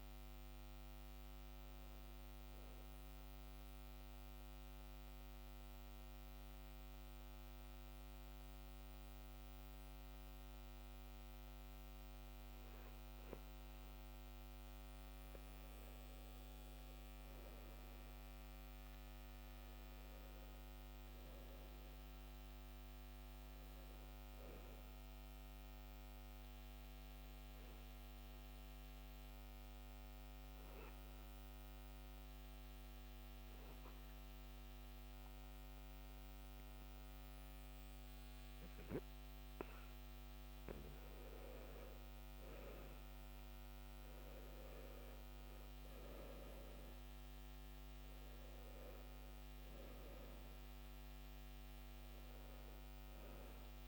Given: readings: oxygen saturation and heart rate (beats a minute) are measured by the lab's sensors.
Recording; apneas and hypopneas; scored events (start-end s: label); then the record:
breathing in sleep, hard to hear, by a microphone on the trachea; 1
18.00-23.50 s: arousal
28.00-40.50 s: obstructive apnea (oxygen 97% before, 92% lowest, heart rate 69 before, 65 extreme, up 6 after)
42.50-47.50 s: arousal
42.50-53.88 s: new sleep stage, N2 (light sleep)
From the record:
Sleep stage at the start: N1 (lightest sleep); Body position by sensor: on the back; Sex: male